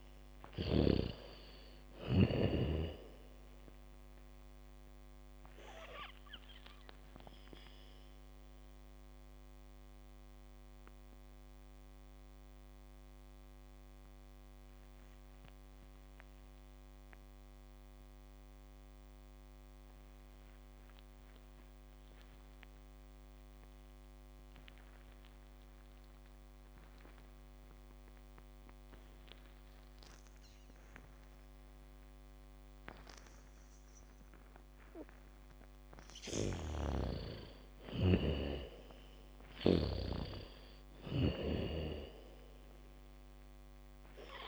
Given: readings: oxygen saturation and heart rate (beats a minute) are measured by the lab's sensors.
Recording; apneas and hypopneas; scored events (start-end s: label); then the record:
breathing in sleep by a microphone on the trachea; 1
0.00-1.00 s: arousal
0.00-1.00 s: snoring (device-marked)
0.00-20.00 s: oxygen desaturation (device-marked, oxygen 81% lowest, heart rate 34 extreme)
6.00-35.50 s: mixed apnea (oxygen 96% before, 78% lowest, heart rate 64 before, 34 extreme)
26.00-44.48 s: oxygen desaturation (device-marked, oxygen 98% before, 78% lowest, heart rate 81 before, 34 extreme)
30.00-42.00 s: bradycardia (device-marked, heart rate 69 before, 34 extreme)
36.50-40.50 s: snoring (device-marked)
37.00-40.50 s: arousal
From the record:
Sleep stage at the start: N2 (light sleep); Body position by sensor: on the back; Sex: female